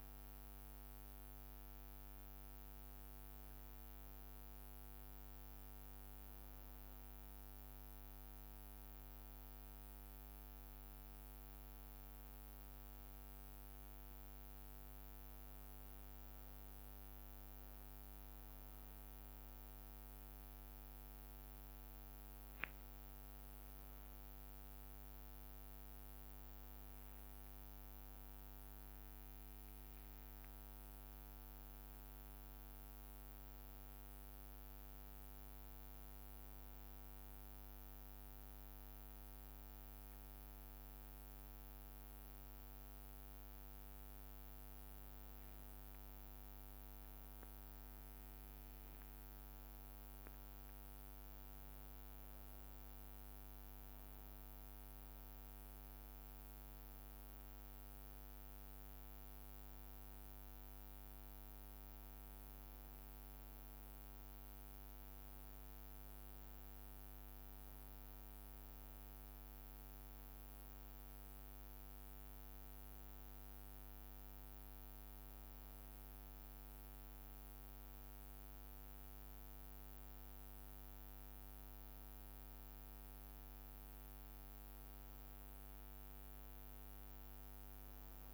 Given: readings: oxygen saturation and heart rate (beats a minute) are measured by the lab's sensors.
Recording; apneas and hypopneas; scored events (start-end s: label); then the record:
a person awake in a sleep study, hard to hear, by a microphone on the trachea; none
15.00-27.00 s: bradycardia (device-marked)
From the record:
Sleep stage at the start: awake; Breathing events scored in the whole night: 246 in 3.6 hours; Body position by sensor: on the back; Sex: male